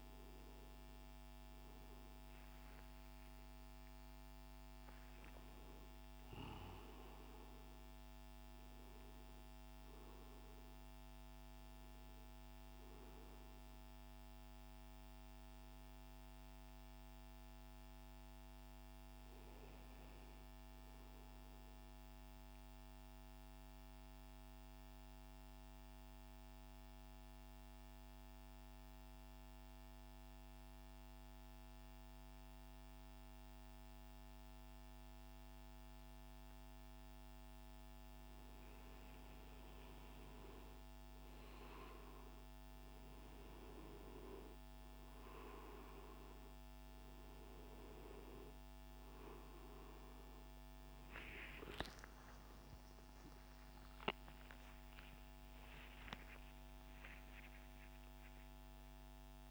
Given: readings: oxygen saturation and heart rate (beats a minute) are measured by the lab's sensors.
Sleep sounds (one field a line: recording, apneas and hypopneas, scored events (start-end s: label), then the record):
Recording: breathing in sleep by a microphone on the trachea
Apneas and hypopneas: 1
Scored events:
2.50-7.00 s: arousal
22.00-37.00 s: central apnea (oxygen 99% before, 93% lowest, heart rate 69 before, 59 extreme, up 12 after)
32.00-58.00 s: oxygen desaturation (device-marked, oxygen 98% before, 93% lowest, heart rate 67 before, 63 extreme)
53.00-59.50 s: new sleep stage, awake
From the record:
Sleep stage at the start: N2 (light sleep)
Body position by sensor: on the right side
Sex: male